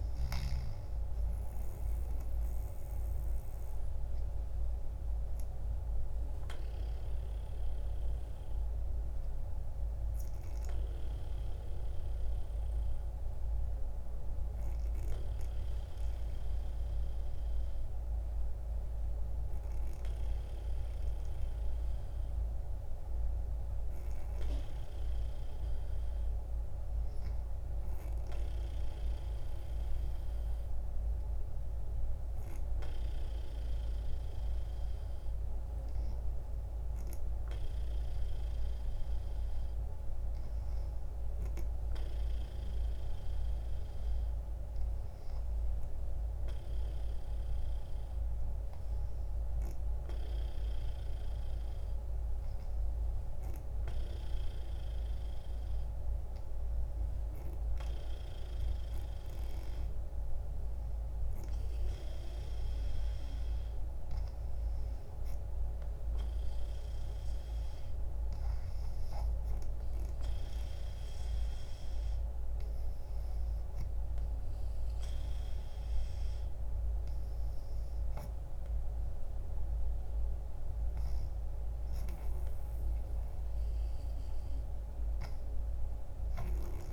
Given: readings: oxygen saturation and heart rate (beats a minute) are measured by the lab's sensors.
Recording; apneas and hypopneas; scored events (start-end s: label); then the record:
breathing in sleep, hard to hear, by a room microphone; none
none scored
From the record:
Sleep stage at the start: N3 (deep sleep); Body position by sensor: on the back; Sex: female